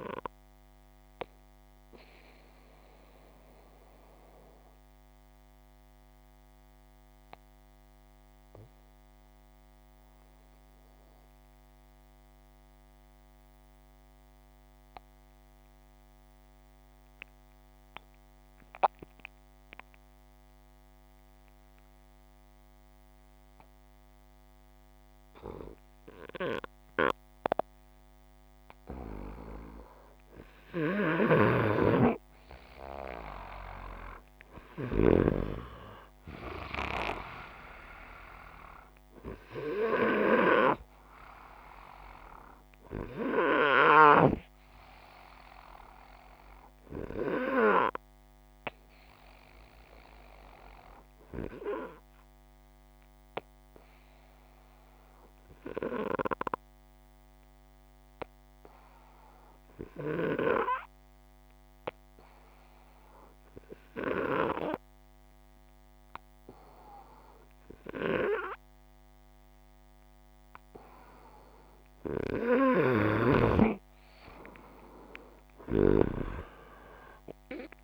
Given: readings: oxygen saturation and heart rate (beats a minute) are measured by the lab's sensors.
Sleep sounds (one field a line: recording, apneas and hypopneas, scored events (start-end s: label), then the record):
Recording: breathing in sleep by a microphone on the trachea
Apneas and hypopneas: 2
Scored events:
1.00-29.50 s: obstructive apnea (oxygen 97% before, 92% lowest, heart rate 106 before, 58 extreme, up 0 after)
30.00-34.50 s: snoring (device-marked)
31.50-36.50 s: arousal
50.00-70.00 s: hypopnea (oxygen 98% before, 92% lowest, heart rate 60 before, 55 extreme, up 3 after)
56.50-65.50 s: oxygen desaturation (device-marked, oxygen 96% before, 92% lowest, heart rate 60 before, 59 extreme)
72.50-77.00 s: arousal
From the record:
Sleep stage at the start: N2 (light sleep)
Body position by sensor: upright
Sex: male